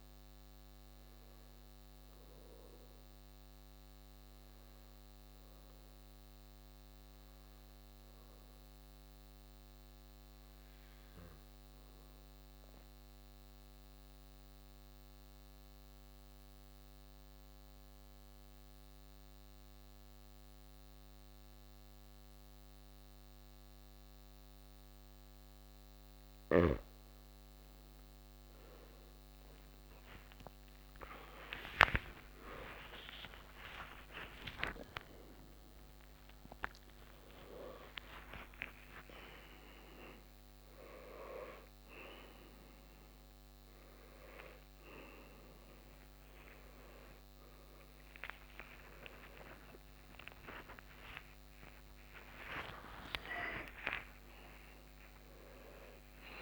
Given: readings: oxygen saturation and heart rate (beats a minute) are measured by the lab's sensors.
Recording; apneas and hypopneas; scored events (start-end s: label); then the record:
a person partly awake in a sleep study, by a microphone on the trachea; 1
7.50-25.00 s: obstructive apnea (oxygen 96% before, 92% lowest)
30.50-36.50 s: oxygen desaturation (device-marked, oxygen 97% before, 94% lowest)
38.50-56.42 s: new sleep stage, awake
From the record:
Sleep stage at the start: N2 (light sleep); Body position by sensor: on the back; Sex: male